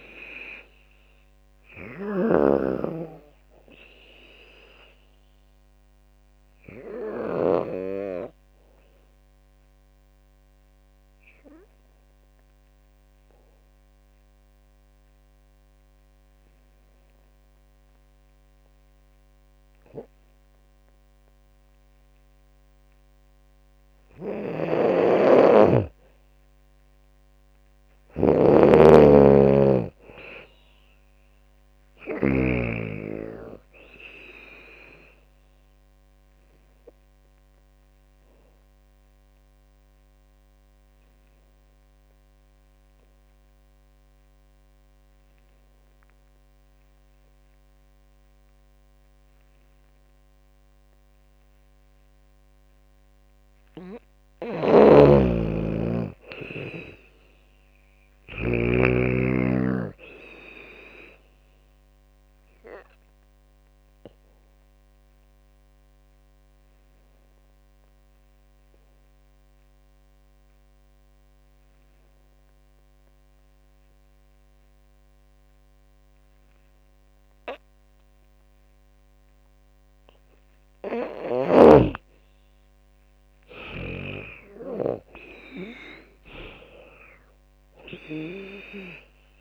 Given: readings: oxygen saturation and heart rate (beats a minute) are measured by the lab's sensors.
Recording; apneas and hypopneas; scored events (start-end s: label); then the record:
breathing in sleep by a microphone on the trachea; 3
0.00-7.50 s: oxygen desaturation (device-marked, oxygen 93% lowest, heart rate 66 extreme)
0.00-7.50 s: snoring (device-marked)
0.00-8.50 s: drop in pulse transit time (device-marked, heart rate 74 extreme)
5.50-24.00 s: obstructive apnea (oxygen 98% before, 90% lowest, heart rate 79 before, 66 extreme, up 15 after)
24.00-32.50 s: snoring (device-marked)
26.50-29.00 s: arousal
26.50-40.50 s: drop in pulse transit time (device-marked, heart rate 72 before, 76 extreme)
28.50-49.50 s: oxygen desaturation (device-marked, oxygen 99% before, 90% lowest, heart rate 72 before, 66 extreme)
35.00-53.00 s: obstructive apnea (oxygen 99% before, 90% lowest, heart rate 76 before, 66 extreme, up 16 after)
54.00-58.50 s: snoring (device-marked)
54.50-78.50 s: oxygen desaturation (device-marked, oxygen 98% before, 91% lowest, heart rate 78 before, 66 extreme)
55.50-58.00 s: arousal
55.50-67.50 s: drop in pulse transit time (device-marked, heart rate 78 before, 73 extreme)
61.50-79.00 s: obstructive apnea (oxygen 98% before, 90% lowest, heart rate 78 before, 66 extreme, up 19 after)
80.50-89.41 s: oxygen desaturation (device-marked, oxygen 99% before, 91% lowest, heart rate 75 before, 72 extreme)
82.00-84.50 s: arousal
82.50-89.41 s: drop in pulse transit time (device-marked, heart rate 75 before, 81 extreme)
From the record:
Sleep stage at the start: N2 (light sleep); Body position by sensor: on the back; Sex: female